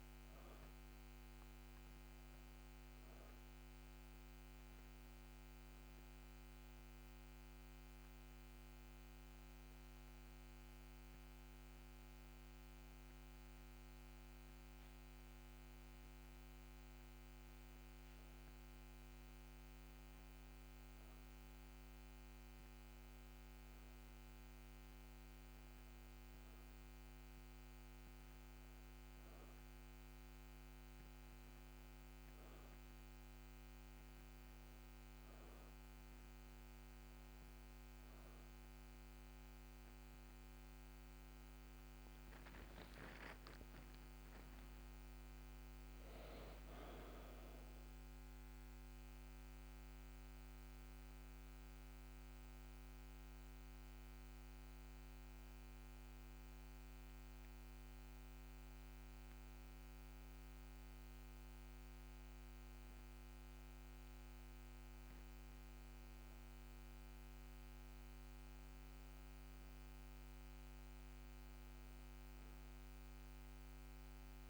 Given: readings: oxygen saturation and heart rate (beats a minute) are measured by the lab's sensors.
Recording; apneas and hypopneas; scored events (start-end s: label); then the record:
breathing in sleep, hard to hear, by a microphone on the trachea; 1
18.00-48.00 s: new sleep stage, N1 (lightest sleep)
42.00-46.50 s: arousal
48.00-74.50 s: new sleep stage, N2 (light sleep)
56.50-68.50 s: hypopnea (oxygen 96% before, 95% lowest, heart rate 96 before, 72 extreme, up 4 after)
71.00-74.00 s: arousal
From the record:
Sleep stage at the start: N2 (light sleep); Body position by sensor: on the back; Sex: female